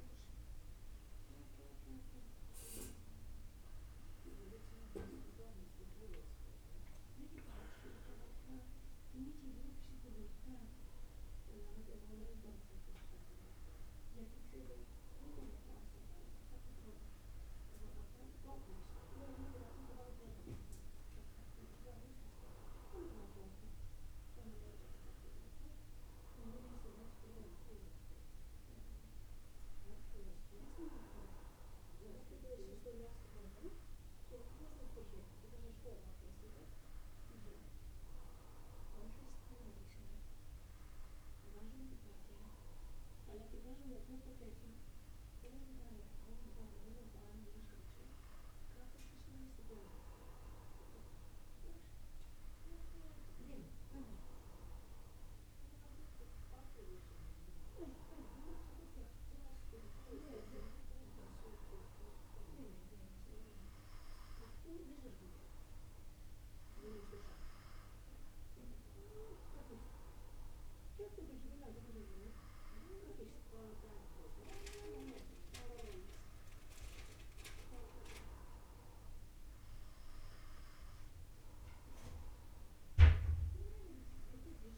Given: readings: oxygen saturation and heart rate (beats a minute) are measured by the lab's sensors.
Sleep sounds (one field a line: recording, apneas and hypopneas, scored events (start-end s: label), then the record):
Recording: breathing in sleep by a room microphone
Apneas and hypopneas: none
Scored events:
4.50-8.00 s: arousal
From the record:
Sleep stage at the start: N2 (light sleep)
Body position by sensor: on the back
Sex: male